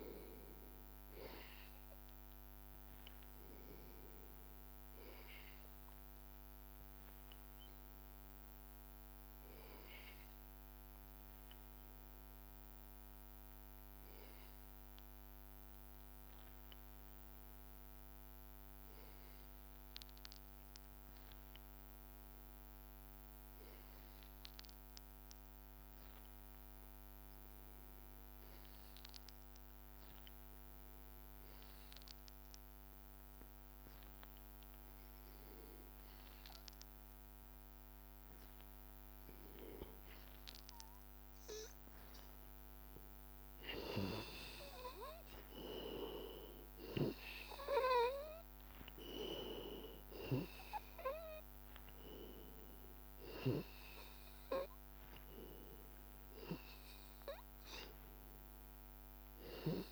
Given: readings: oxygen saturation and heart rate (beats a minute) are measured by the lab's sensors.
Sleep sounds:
breathing in sleep by a microphone on the trachea; 1
0.00-8.50 s: oxygen desaturation (device-marked, oxygen 89% lowest, heart rate 83 extreme)
2.00-4.50 s: arousal
7.50-40.50 s: hypopnea (oxygen 93% before, 92% lowest, heart rate 88 before, 83 extreme, up 1 after)
31.50-59.92 s: oxygen desaturation (device-marked, oxygen 98% before, 92% lowest, heart rate 84 before, 83 extreme)
42.50-46.50 s: arousal
From the record:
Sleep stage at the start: N2 (light sleep); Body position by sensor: on the back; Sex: male

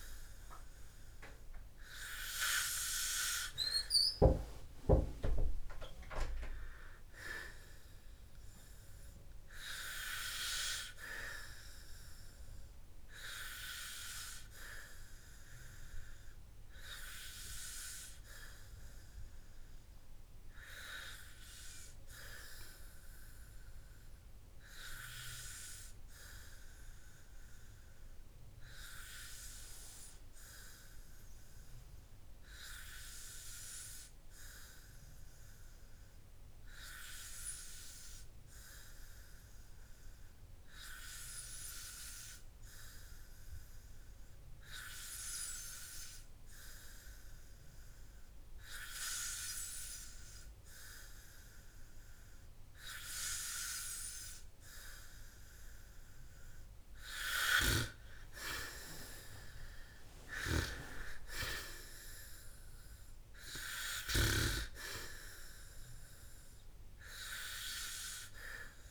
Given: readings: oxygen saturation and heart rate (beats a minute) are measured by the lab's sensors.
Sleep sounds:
breathing in sleep by a room microphone; 1
17.00-55.00 s: hypopnea (oxygen 96% before, 92% lowest, heart rate 69 before, 53 extreme, up 5 after)
62.00-65.50 s: arousal
From the record:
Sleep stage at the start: N2 (light sleep); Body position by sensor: on the back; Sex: male

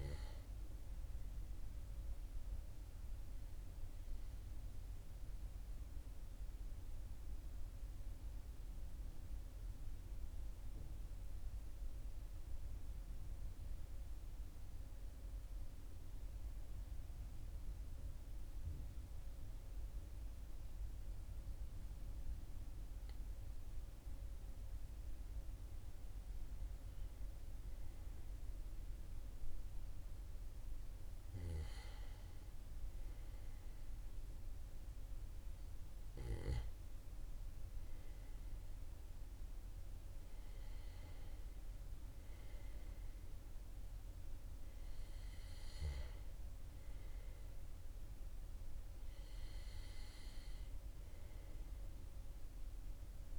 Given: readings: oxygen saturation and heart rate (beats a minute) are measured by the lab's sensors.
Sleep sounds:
breathing in sleep, hard to hear, by a room microphone; 1
0.00-15.50 s: oxygen desaturation (device-marked, oxygen 91% lowest, heart rate 38 extreme)
2.50-23.00 s: obstructive apnea (oxygen 98% before, 91% lowest, heart rate 41 before, 38 extreme, up 2 after)
24.50-28.00 s: arousal
45.50-53.39 s: oxygen desaturation (device-marked, oxygen 97% before, 94% lowest, heart rate 40 before, 39 extreme)
From the record:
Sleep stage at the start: N2 (light sleep); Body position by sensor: on the back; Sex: male

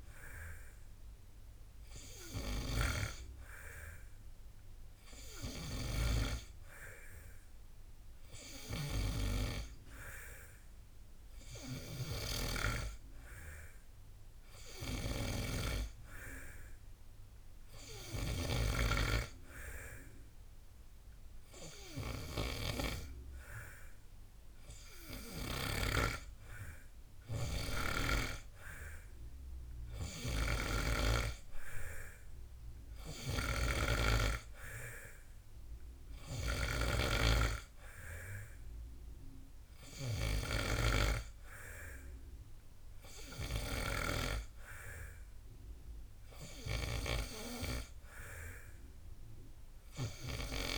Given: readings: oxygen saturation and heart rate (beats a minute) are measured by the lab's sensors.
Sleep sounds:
breathing in sleep by a room microphone; none
none scored
From the record:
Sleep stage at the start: N2 (light sleep); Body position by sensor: on the back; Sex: male

